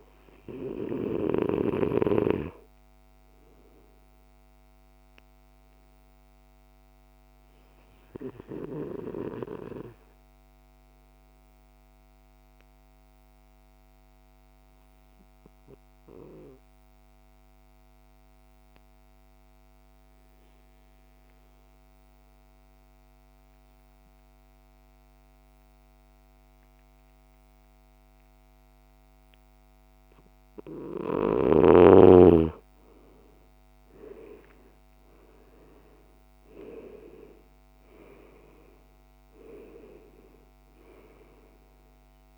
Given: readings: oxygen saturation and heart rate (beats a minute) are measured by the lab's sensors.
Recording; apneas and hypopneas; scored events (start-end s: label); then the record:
breathing in sleep by a microphone on the trachea; 1
1.50-18.50 s: oxygen desaturation (device-marked, oxygen 96% before, 92% lowest, heart rate 58 before, 53 extreme)
10.00-29.00 s: obstructive apnea (oxygen 96% before, 92% lowest, heart rate 58 before, 52 extreme, up 10 after)
32.50-42.38 s: oxygen desaturation (device-marked, oxygen 98% before, 92% lowest, heart rate 55 before, 52 extreme)
34.00-37.50 s: arousal
From the record:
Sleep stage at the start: N2 (light sleep); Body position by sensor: on the back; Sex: male